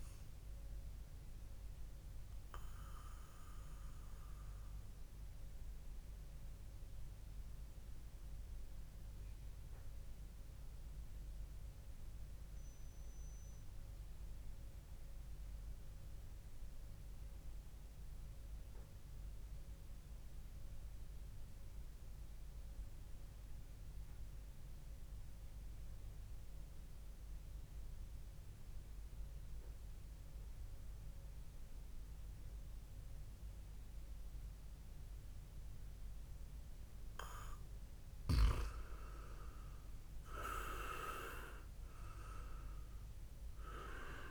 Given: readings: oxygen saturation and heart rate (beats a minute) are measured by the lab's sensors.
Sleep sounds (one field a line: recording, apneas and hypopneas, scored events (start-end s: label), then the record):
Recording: breathing in sleep by a room microphone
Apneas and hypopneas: 1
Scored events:
1.50-39.00 s: mixed apnea (oxygen 98% before, 93% lowest, heart rate 59 before, 57 extreme, up 2 after)
40.00-43.50 s: arousal
From the record:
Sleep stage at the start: N2 (light sleep)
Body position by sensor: on the back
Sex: male